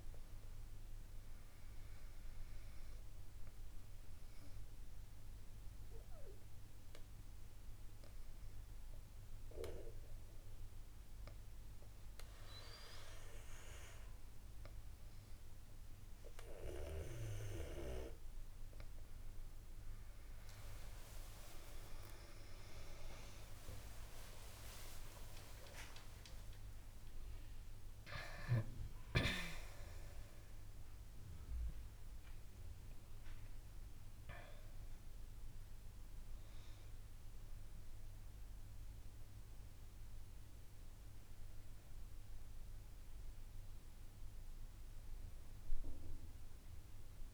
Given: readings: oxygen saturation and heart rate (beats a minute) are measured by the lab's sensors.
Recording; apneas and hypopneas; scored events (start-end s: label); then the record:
breathing in sleep by a room microphone; 1
4.50-15.50 s: hypopnea (oxygen 99% before, 97% lowest, heart rate 66 before, 66 extreme, up 23 after)
21.00-25.50 s: arousal
44.00-47.34 s: arousal
From the record:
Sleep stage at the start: N2 (light sleep); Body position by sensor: on the back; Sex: female